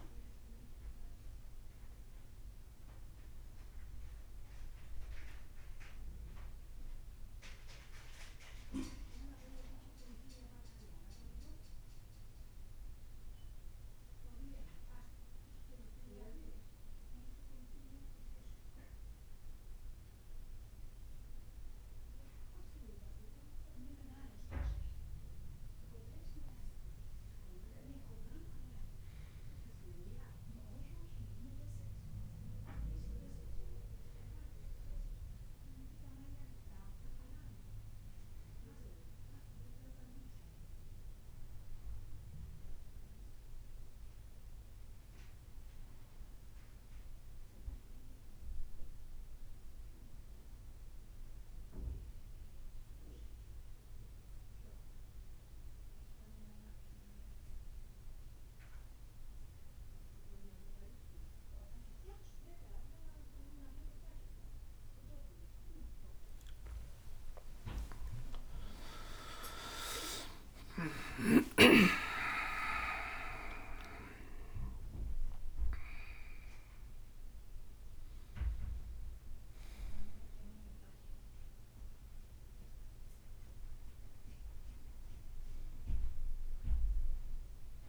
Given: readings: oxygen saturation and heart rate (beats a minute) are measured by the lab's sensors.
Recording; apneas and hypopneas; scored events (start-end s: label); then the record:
a person partly awake in a sleep study, by a room microphone; 2
2.00-5.50 s: arousal
2.00-32.00 s: new sleep stage, N2 (light sleep)
11.50-27.00 s: central apnea (oxygen 98% before, 91% lowest, heart rate 58 before, 52 extreme, up 13 after)
17.00-23.00 s: oxygen desaturation (device-marked, oxygen 97% before, 95% lowest, heart rate 57 before, 52 extreme)
29.50-34.00 s: arousal
32.00-62.00 s: new sleep stage, N1 (lightest sleep)
47.00-62.50 s: hypopnea (oxygen 95% before, 91% lowest, heart rate 58 before, 58 extreme, up 4 after)
62.00-87.89 s: new sleep stage, awake
66.00-75.50 s: leg movement (device-marked)
72.00-74.00 s: long interval between heartbeats (device-marked, heart rate 60 before, 85 extreme)
76.00-78.00 s: long interval between heartbeats (device-marked, heart rate 66 before, 90 extreme)
From the record:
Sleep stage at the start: N1 (lightest sleep); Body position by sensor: on the back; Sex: male